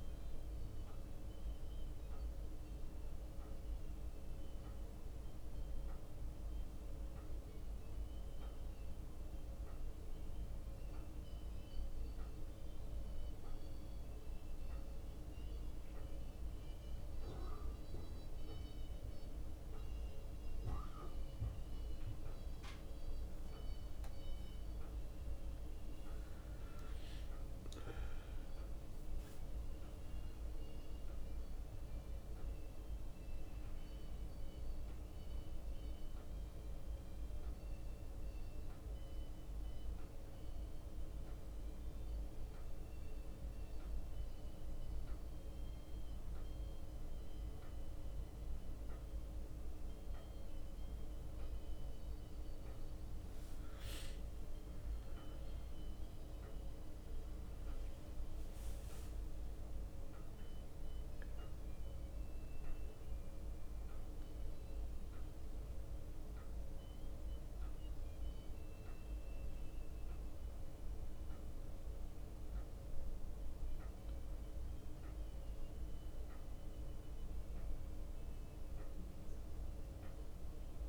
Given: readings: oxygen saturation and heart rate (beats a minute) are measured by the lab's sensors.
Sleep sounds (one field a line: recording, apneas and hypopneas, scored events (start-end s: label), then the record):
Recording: breathing in sleep, hard to hear, by a room microphone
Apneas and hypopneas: 2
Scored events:
5.00-7.50 s: leg movement (device-marked)
9.00-21.50 s: hypopnea (oxygen 96% before, 95% lowest, heart rate 61 before, 58 extreme, up 2 after)
17.00-24.00 s: bradycardia (device-marked, heart rate 63 before, 58 extreme)
24.50-28.50 s: arousal
37.00-39.00 s: bradycardia (device-marked, heart rate 63 before, 60 extreme)
37.50-50.00 s: hypopnea (oxygen 97% before, 95% lowest, heart rate 60 before, 59 extreme, up 1 after)
42.00-52.00 s: bradycardia (device-marked, heart rate 63 before, 59 extreme)
66.00-80.89 s: bradycardia (device-marked, heart rate 63 before, 57 extreme)
70.00-80.89 s: new sleep stage, awake
From the record:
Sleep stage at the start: N1 (lightest sleep)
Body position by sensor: on the back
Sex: male